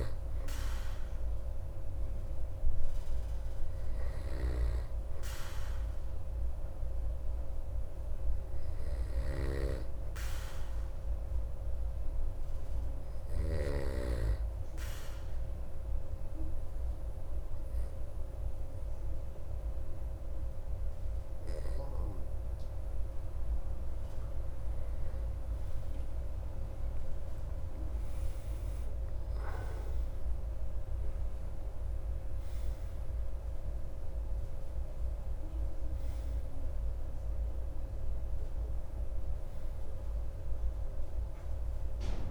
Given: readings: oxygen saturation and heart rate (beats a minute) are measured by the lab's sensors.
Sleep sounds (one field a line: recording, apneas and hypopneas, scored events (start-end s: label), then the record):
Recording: breathing in sleep by a room microphone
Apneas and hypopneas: 1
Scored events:
10.00-23.50 s: hypopnea (oxygen 96% before, 92% lowest)
25.00-29.00 s: arousal
From the record:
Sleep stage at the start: N2 (light sleep)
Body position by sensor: on the back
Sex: male